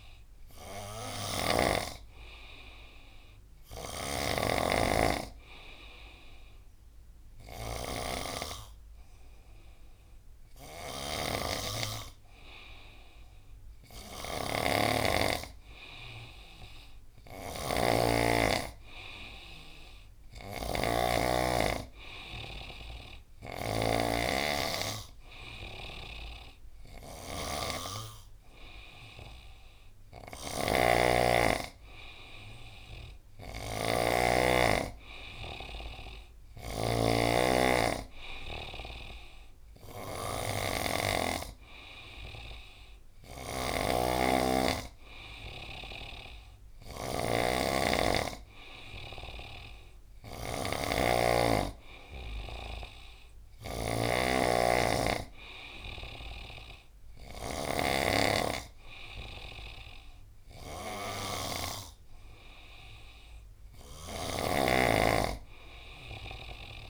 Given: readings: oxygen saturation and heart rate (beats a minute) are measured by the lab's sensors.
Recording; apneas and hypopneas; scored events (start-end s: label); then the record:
breathing in sleep by a room microphone; none
0.00-1.50 s: snoring (device-marked)
3.50-61.50 s: snoring (device-marked)
63.50-66.90 s: snoring (device-marked)
From the record:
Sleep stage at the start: N2 (light sleep); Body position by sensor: on the right side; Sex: male